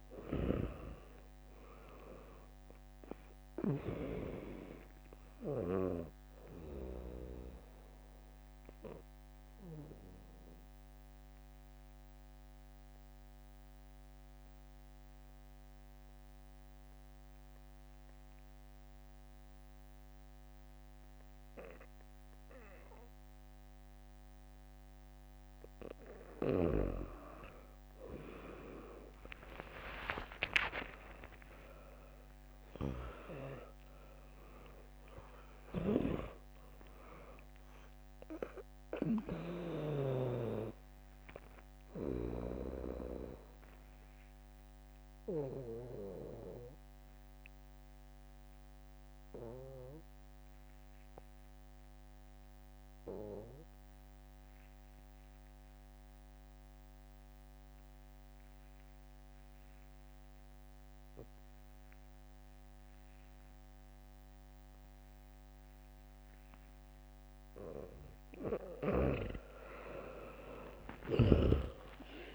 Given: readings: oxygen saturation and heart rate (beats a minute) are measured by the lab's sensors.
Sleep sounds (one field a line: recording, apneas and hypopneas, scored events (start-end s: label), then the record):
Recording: breathing in sleep by a microphone on the trachea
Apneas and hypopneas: 2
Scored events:
0.00-1.00 s: arousal
0.00-16.50 s: drop in pulse transit time (device-marked, heart rate 58 extreme)
8.00-24.50 s: obstructive apnea (oxygen 100% before, 95% lowest, heart rate 61 before, 54 extreme, up 11 after)
19.50-26.50 s: bradycardia (device-marked, heart rate 71 before, 54 extreme)
29.50-35.50 s: arousal
31.50-42.50 s: drop in pulse transit time (device-marked, heart rate 65 before, 67 extreme)
33.50-57.50 s: oxygen desaturation (device-marked, oxygen 100% before, 96% lowest, heart rate 64 before, 54 extreme)
42.50-44.50 s: bradycardia (device-marked, heart rate 71 before, 66 extreme)
44.50-65.50 s: obstructive apnea (oxygen 100% before, 93% lowest, heart rate 67 before, 54 extreme, up 0 after)
57.50-71.50 s: bradycardia (device-marked, heart rate 71 before, 54 extreme)
70.50-72.35 s: arousal
70.50-72.35 s: snoring (device-marked)
From the record:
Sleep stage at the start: N2 (light sleep)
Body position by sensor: on the back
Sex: female